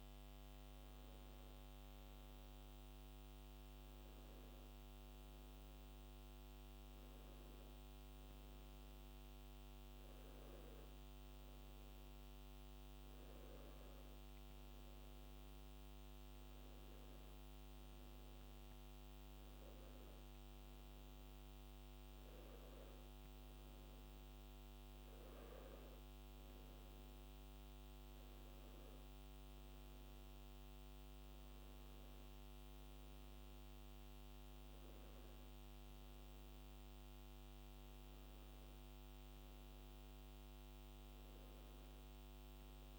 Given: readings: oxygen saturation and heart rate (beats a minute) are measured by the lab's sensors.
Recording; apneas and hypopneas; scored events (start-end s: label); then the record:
breathing in sleep, hard to hear, by a microphone on the trachea; none
none scored
From the record:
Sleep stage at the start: N2 (light sleep); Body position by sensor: on the back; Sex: male